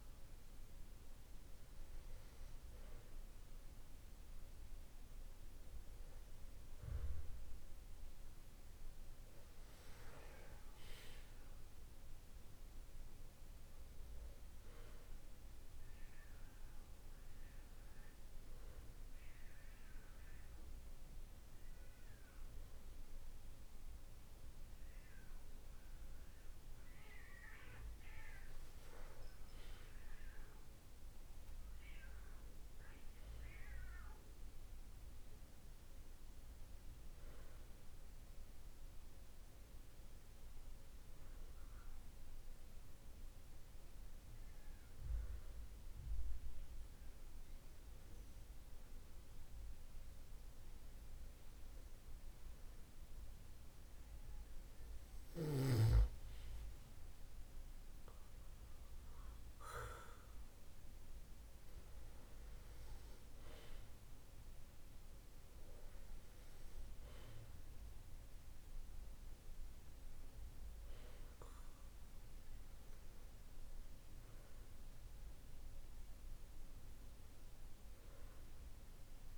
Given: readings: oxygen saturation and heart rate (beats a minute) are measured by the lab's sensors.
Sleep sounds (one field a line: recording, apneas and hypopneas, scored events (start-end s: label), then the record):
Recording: breathing in sleep by a room microphone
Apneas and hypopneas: 1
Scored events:
39.50-54.50 s: hypopnea (oxygen 96% before, 94% lowest, heart rate 56 before, 48 extreme, up 4 after)
56.50-60.00 s: arousal
From the record:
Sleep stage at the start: N2 (light sleep)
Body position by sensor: on the back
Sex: male